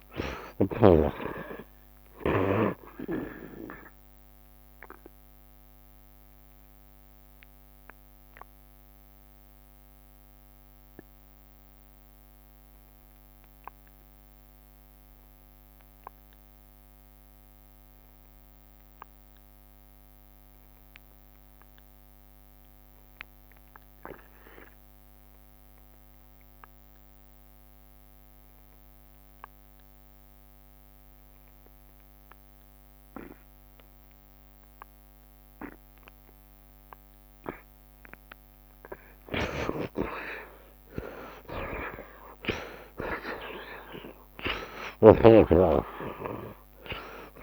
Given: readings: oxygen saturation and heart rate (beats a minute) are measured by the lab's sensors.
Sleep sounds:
breathing in sleep by a microphone on the trachea; 1
0.00-1.50 s: snoring (device-marked)
0.00-18.00 s: oxygen desaturation (device-marked, oxygen 51% lowest)
0.00-21.00 s: bradycardia (device-marked)
1.00-3.00 s: long interval between heartbeats (device-marked, heart rate 56 before, 48 extreme)
3.00-5.00 s: long interval between heartbeats (device-marked, heart rate 57 before, 49 extreme)
6.50-39.00 s: obstructive apnea (oxygen 60% before, 51% lowest)
13.50-15.50 s: long interval between heartbeats (device-marked)
19.00-21.00 s: long interval between heartbeats (device-marked, heart rate 37 before, 33 extreme)
20.00-47.43 s: oxygen desaturation (device-marked, oxygen 84% before, 52% lowest, heart rate 36 before, 66 extreme)
34.50-36.50 s: long interval between heartbeats (device-marked, heart rate 52 before, 84 extreme)
36.00-38.00 s: tachycardia (device-marked, heart rate 79 before, 97 extreme)
36.50-38.50 s: long interval between heartbeats (device-marked, heart rate 59 before, 97 extreme)
39.50-41.50 s: long interval between heartbeats (device-marked, heart rate 70 before, 108 extreme)
40.00-45.50 s: arousal
43.50-45.50 s: long interval between heartbeats (device-marked, heart rate 83 before, 98 extreme)
45.00-47.43 s: tachycardia (device-marked, heart rate 78 before, 108 extreme)
From the record:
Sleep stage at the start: N2 (light sleep); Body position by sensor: on the right side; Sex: male

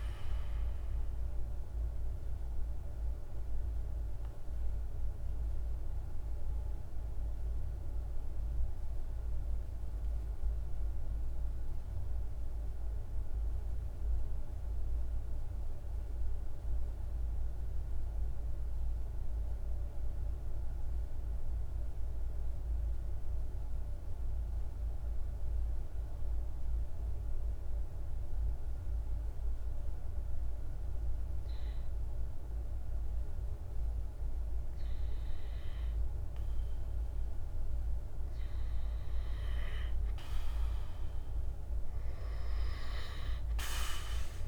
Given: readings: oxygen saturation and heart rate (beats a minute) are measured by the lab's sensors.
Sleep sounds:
breathing in sleep, hard to hear, by a room microphone; 1
0.00-15.00 s: oxygen desaturation (device-marked, oxygen 88% lowest)
1.00-38.00 s: mixed apnea (oxygen 96% before, 88% lowest)
28.00-44.48 s: oxygen desaturation (device-marked, oxygen 100% before, 88% lowest)
42.50-44.48 s: arousal
From the record:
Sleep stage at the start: N2 (light sleep); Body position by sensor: on the back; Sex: male

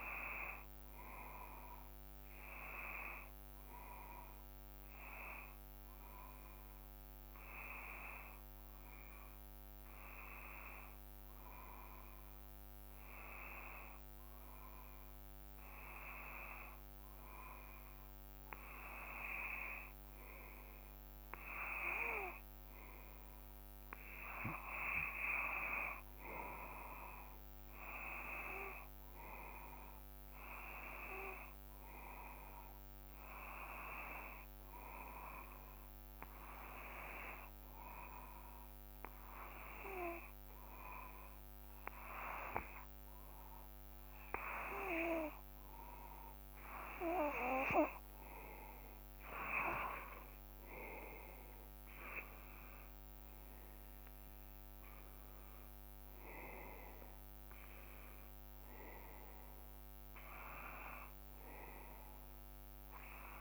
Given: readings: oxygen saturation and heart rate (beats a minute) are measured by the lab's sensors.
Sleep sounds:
breathing in sleep by a microphone on the trachea; 2
0.00-6.00 s: oxygen desaturation (device-marked, oxygen 91% lowest, heart rate 54 extreme)
2.50-18.00 s: hypopnea (oxygen 93% before, 91% lowest, heart rate 58 before, 54 extreme, up 3 after)
20.50-25.00 s: arousal
34.00-47.00 s: hypopnea (oxygen 95% before, 92% lowest, heart rate 57 before, 55 extreme, up 4 after)
48.00-52.00 s: arousal
From the record:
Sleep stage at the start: N2 (light sleep); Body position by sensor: on the back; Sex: male

